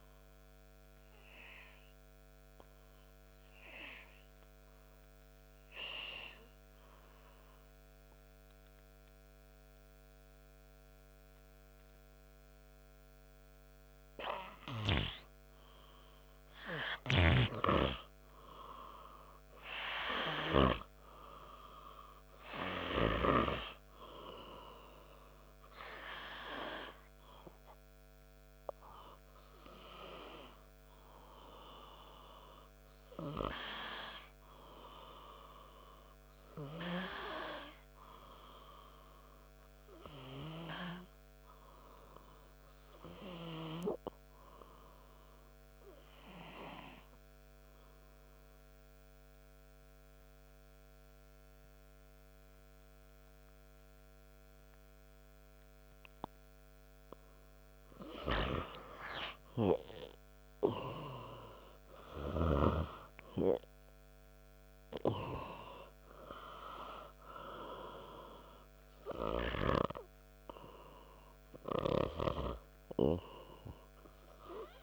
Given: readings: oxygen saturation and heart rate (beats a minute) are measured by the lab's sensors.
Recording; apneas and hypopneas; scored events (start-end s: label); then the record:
breathing in sleep by a microphone on the trachea; 2
0.00-6.50 s: oxygen desaturation (device-marked, oxygen 93% lowest, heart rate 62 extreme)
2.50-16.00 s: hypopnea (oxygen 97% before, 93% lowest, heart rate 67 before, 62 extreme)
18.50-22.00 s: arousal
27.50-52.50 s: oxygen desaturation (device-marked, oxygen 98% before, 93% lowest, heart rate 71 before, 63 extreme)
49.00-59.50 s: obstructive apnea (oxygen 98% before, 92% lowest, heart rate 69 before, 63 extreme, up 2 after)
62.00-65.50 s: arousal
From the record:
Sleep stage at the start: N2 (light sleep); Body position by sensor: on the back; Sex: male